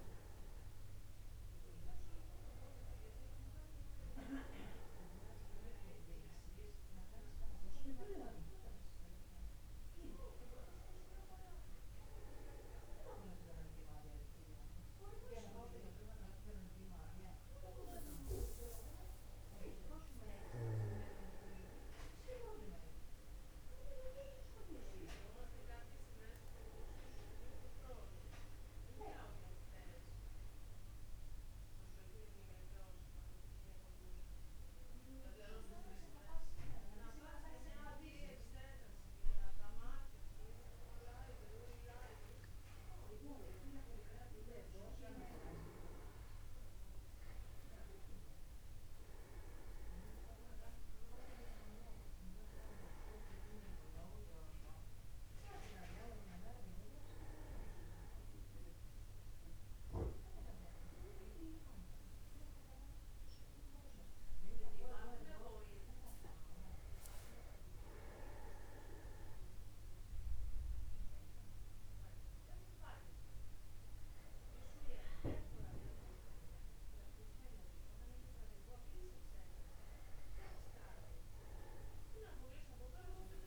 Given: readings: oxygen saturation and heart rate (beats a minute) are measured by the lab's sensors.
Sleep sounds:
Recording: breathing in sleep by a room microphone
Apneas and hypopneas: 1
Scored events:
18.50-22.00 s: arousal
19.50-21.50 s: long interval between heartbeats (device-marked, heart rate 50 before, 59 extreme)
27.50-40.00 s: mixed apnea (oxygen 97% before, 96% lowest, heart rate 53 before, 49 extreme, up 10 after)
43.50-45.50 s: long interval between heartbeats (device-marked, heart rate 52 before, 60 extreme)
45.50-50.50 s: arousal
83.00-83.47 s: new sleep stage, N2 (light sleep)
From the record:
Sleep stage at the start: N1 (lightest sleep)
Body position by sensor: upright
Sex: male

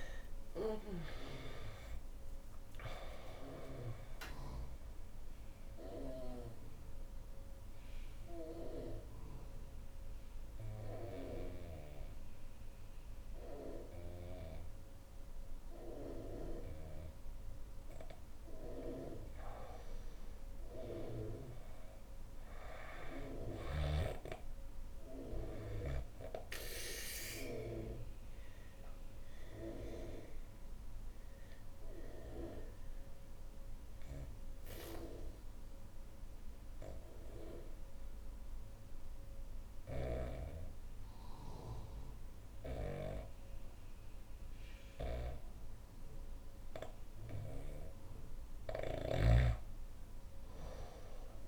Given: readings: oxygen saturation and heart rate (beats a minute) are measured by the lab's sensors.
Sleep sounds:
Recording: breathing in sleep by a room microphone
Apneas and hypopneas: 2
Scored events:
5.00-19.00 s: obstructive apnea (oxygen 97% before, 92% lowest, heart rate 70 before, 61 extreme, up 9 after)
21.00-24.00 s: arousal
23.50-36.50 s: oxygen desaturation (device-marked, oxygen 99% before, 94% lowest, heart rate 66 before, 63 extreme)
28.00-47.00 s: obstructive apnea (oxygen 99% before, 89% lowest, heart rate 65 before, 63 extreme, up 9 after)
50.00-51.48 s: arousal
From the record:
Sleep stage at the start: N2 (light sleep)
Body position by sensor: on the back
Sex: female

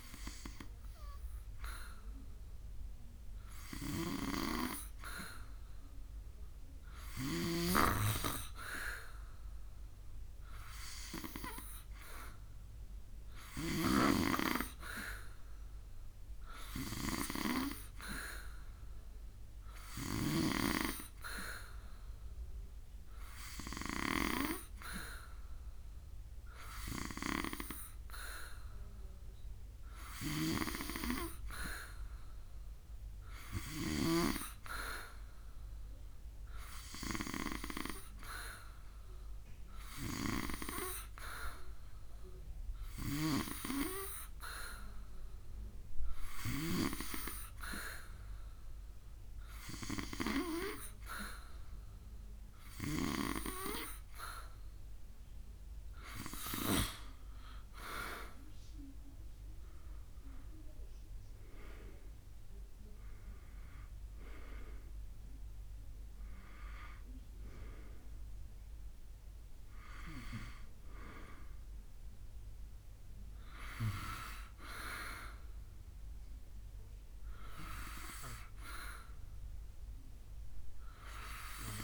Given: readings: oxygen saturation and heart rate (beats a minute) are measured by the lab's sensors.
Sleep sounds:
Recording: breathing in sleep by a room microphone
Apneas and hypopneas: none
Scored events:
42.50-46.50 s: snoring (device-marked)
From the record:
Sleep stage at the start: N2 (light sleep)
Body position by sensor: on the back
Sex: male

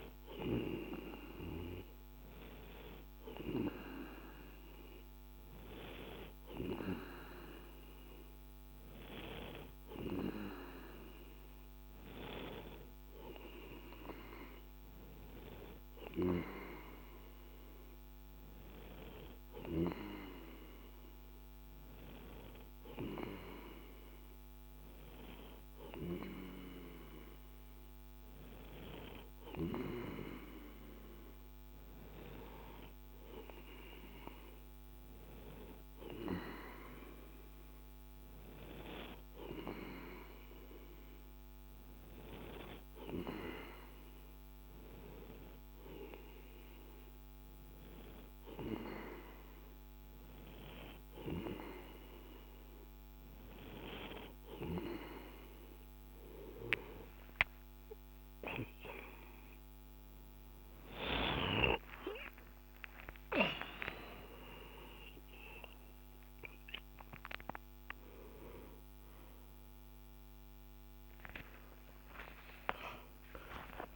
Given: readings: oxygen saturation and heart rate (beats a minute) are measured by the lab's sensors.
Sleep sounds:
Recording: a person partly awake in a sleep study, by a microphone on the trachea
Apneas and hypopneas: none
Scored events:
55.00-73.95 s: new sleep stage, awake
71.00-73.95 s: tachycardia (device-marked, heart rate 71 before, 127 extreme)
From the record:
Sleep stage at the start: N2 (light sleep)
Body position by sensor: on the right side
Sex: male

